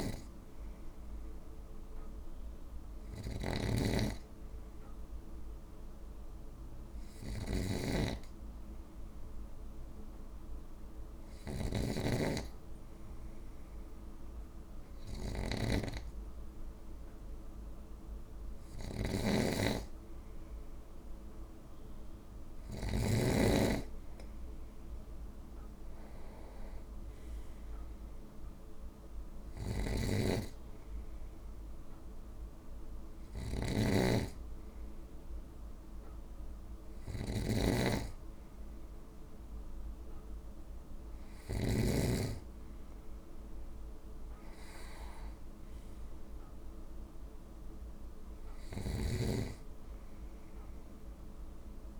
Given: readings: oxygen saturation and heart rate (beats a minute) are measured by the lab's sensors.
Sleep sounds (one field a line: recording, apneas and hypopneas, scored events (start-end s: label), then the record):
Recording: breathing in sleep by a room microphone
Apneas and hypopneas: 1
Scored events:
0.00-23.00 s: snoring (device-marked)
3.00-17.50 s: hypopnea (oxygen 97% before, 95% lowest, heart rate 53 before, 50 extreme, up 1 after)
19.50-23.00 s: arousal
29.00-41.50 s: snoring (device-marked)
48.50-52.00 s: snoring (device-marked)
From the record:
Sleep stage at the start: N2 (light sleep)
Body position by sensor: on the right side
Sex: male